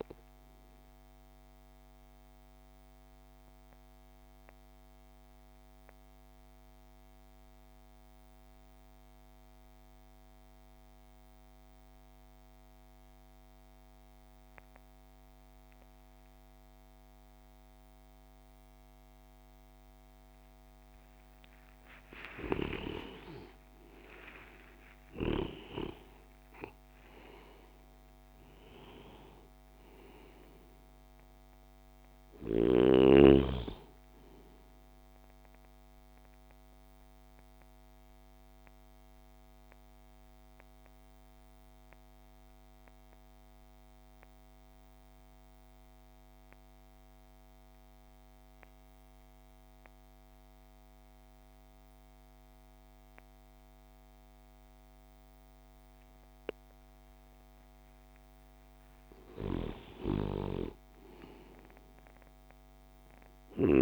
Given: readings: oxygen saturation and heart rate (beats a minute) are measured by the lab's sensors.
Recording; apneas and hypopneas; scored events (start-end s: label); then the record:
breathing in sleep by a microphone on the trachea; 2
0.00-15.50 s: oxygen desaturation (device-marked, oxygen 90% lowest)
1.50-21.00 s: mixed apnea (oxygen 98% before, 89% lowest)
21.50-25.00 s: arousal
28.50-47.50 s: oxygen desaturation (device-marked, oxygen 98% before, 89% lowest)
37.00-58.00 s: central apnea (oxygen 98% before, 89% lowest)
59.50-63.50 s: arousal
From the record:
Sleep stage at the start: N2 (light sleep); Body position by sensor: on the left side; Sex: male